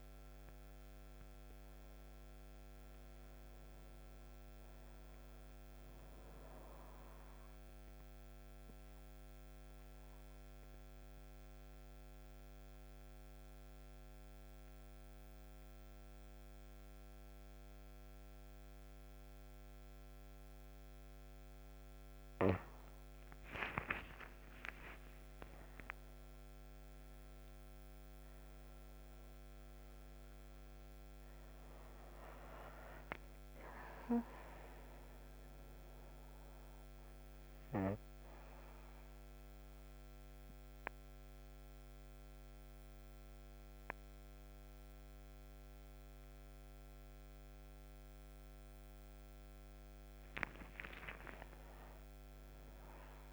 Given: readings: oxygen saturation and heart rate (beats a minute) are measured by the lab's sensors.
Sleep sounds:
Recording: breathing in sleep by a microphone on the trachea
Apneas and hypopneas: 2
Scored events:
0.00-16.00 s: oxygen desaturation (device-marked, oxygen 90% lowest)
6.50-21.50 s: obstructive apnea (oxygen 96% before, 90% lowest)
23.50-28.50 s: arousal
30.00-48.00 s: oxygen desaturation (device-marked, oxygen 97% before, 93% lowest)
35.00-48.50 s: obstructive apnea (oxygen 97% before, 89% lowest)
50.00-53.00 s: arousal
From the record:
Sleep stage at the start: N2 (light sleep)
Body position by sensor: on the right side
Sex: female

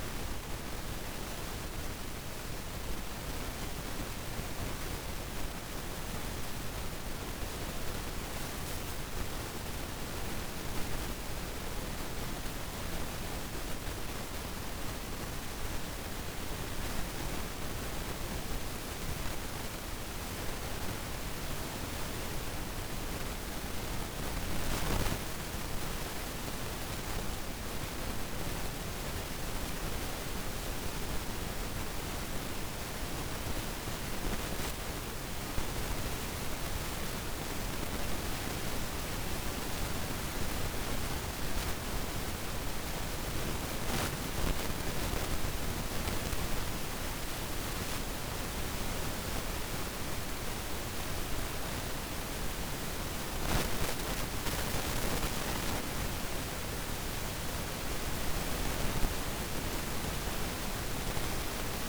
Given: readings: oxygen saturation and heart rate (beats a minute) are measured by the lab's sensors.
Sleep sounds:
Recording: breathing in sleep, hard to hear, by a room microphone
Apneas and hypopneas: 1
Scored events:
4.50-22.50 s: oxygen desaturation (device-marked, oxygen 96% before, 92% lowest, heart rate 55 before, 55 extreme)
17.00-28.00 s: obstructive apnea (oxygen 96% before, 89% lowest, heart rate 56 before, 55 extreme, up 4 after)
30.00-33.50 s: arousal
33.50-47.50 s: oxygen desaturation (device-marked, oxygen 96% before, 89% lowest, heart rate 57 before, 54 extreme)
From the record:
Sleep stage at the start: N2 (light sleep)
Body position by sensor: on the back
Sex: female

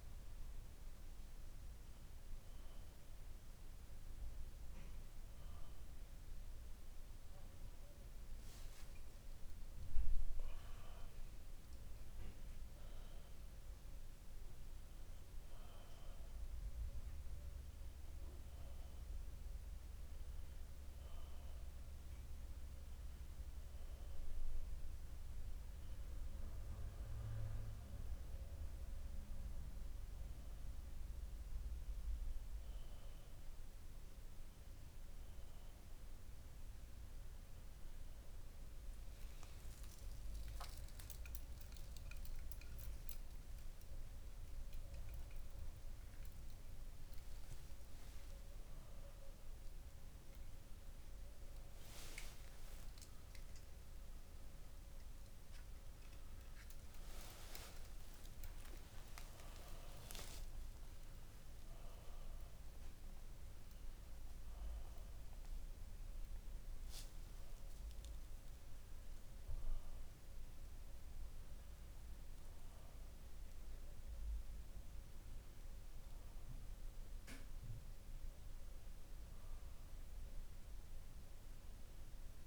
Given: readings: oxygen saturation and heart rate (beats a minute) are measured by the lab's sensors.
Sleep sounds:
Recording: breathing in sleep, hard to hear, by a room microphone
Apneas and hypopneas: none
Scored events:
48.00-82.47 s: new sleep stage, N1 (lightest sleep)
49.00-55.00 s: arousal
From the record:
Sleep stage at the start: N2 (light sleep)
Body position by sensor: on the back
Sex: male

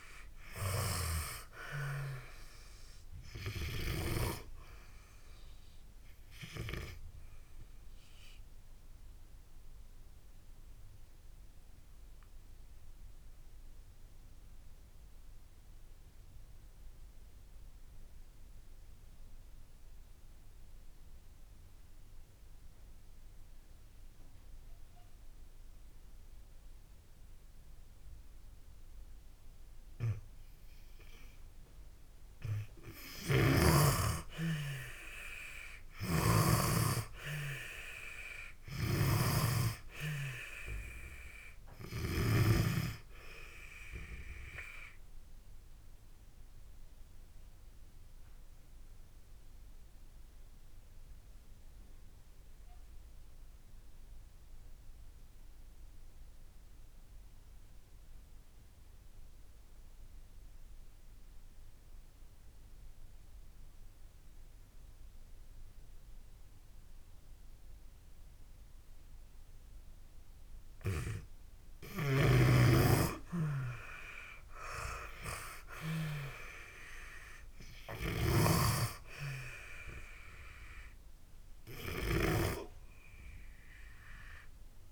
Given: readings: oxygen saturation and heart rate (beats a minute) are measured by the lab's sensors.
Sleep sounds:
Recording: breathing in sleep by a room microphone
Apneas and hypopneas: 2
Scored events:
2.50-31.50 s: oxygen desaturation (device-marked, oxygen 96% before, 83% lowest)
8.00-30.50 s: obstructive apnea (oxygen 96% before, 81% lowest)
33.00-36.50 s: snoring (device-marked)
33.00-37.00 s: arousal
38.50-42.50 s: snoring (device-marked)
44.50-66.50 s: oxygen desaturation (device-marked, oxygen 95% before, 81% lowest)
44.50-70.50 s: obstructive apnea (oxygen 96% before, 81% lowest)
71.50-82.00 s: snoring (device-marked)
72.50-75.50 s: arousal
79.50-84.92 s: oxygen desaturation (device-marked, oxygen 97% before, 83% lowest)
From the record:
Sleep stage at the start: N2 (light sleep)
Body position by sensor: on the back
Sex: female

